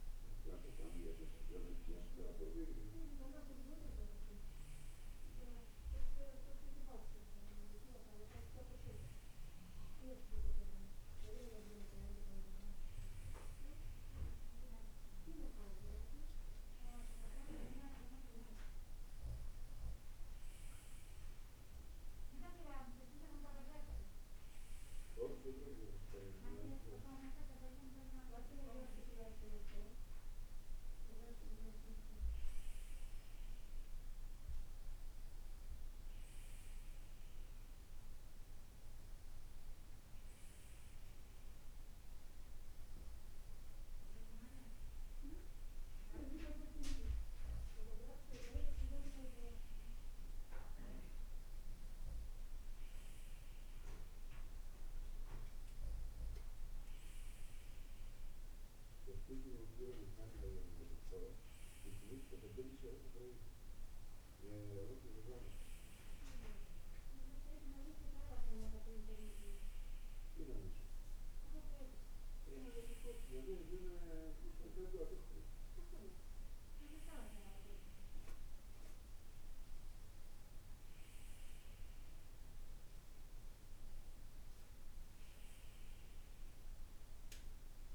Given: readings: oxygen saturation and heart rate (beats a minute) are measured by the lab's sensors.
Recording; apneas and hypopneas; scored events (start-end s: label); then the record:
breathing in sleep by a room microphone; none
none scored
From the record:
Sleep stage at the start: N2 (light sleep); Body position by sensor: on the right side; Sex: male